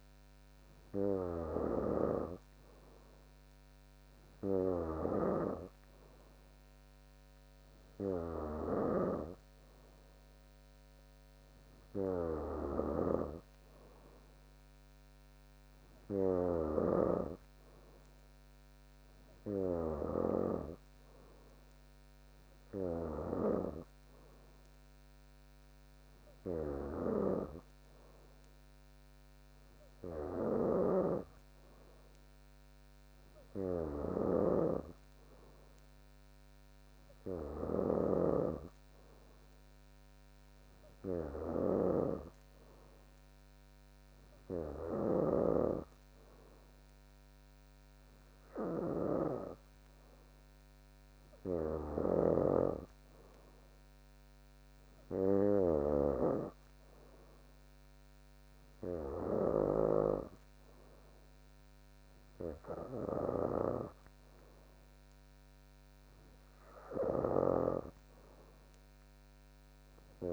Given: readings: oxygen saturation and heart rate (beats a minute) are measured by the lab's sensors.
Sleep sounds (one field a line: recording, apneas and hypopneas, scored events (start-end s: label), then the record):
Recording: breathing in sleep by a microphone on the trachea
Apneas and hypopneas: none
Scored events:
0.00-17.00 s: snoring (device-marked)
19.00-28.00 s: oxygen desaturation (device-marked, oxygen 97% before, 94% lowest, heart rate 66 before, 62 extreme)
30.50-49.50 s: snoring (device-marked)
51.50-67.50 s: snoring (device-marked)
From the record:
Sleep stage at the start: N2 (light sleep)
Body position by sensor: on the back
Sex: female